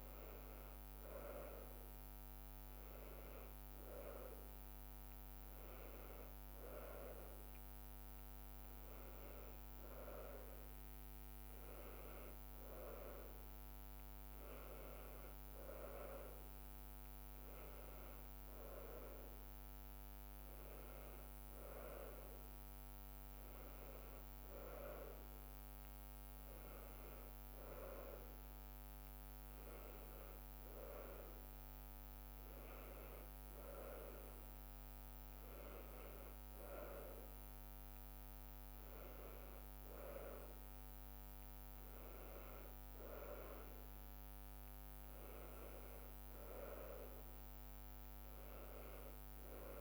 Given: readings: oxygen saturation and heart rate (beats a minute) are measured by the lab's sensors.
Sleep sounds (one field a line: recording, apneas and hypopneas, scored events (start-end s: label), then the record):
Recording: a person partly awake in a sleep study, by a microphone on the trachea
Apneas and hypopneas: none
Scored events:
8.00-49.81 s: new sleep stage, N1 (lightest sleep)
From the record:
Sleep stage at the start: awake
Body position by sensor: on the right side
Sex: female